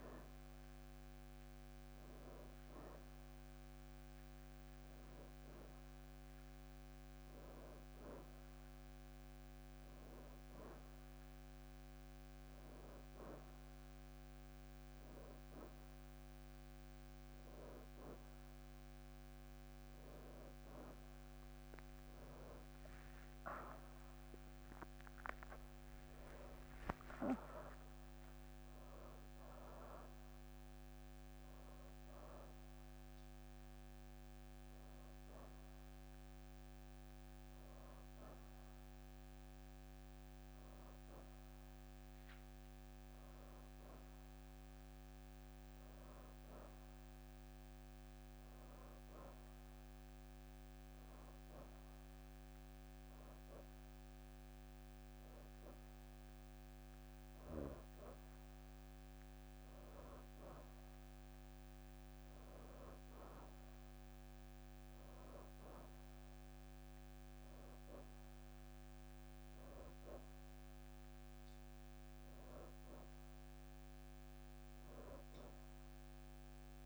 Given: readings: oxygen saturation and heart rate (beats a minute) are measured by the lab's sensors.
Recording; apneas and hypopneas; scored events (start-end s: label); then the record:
breathing in sleep by a microphone on the trachea; 1
0.00-4.50 s: oxygen desaturation (device-marked, oxygen 87% lowest, heart rate 65 extreme)
8.50-68.50 s: new sleep stage, N1 (lightest sleep)
21.50-26.00 s: arousal
22.00-29.00 s: leg movement (device-marked)
48.00-58.00 s: hypopnea (oxygen 93% before, 87% lowest, heart rate 78 before, 41 extreme, up 13 after)
59.50-63.50 s: arousal
65.50-75.50 s: oxygen desaturation (device-marked, oxygen 91% before, 87% lowest, heart rate 50 before, 38 extreme)
68.50-76.86 s: new sleep stage, N2 (light sleep)
From the record:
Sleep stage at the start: N2 (light sleep); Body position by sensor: on the right side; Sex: female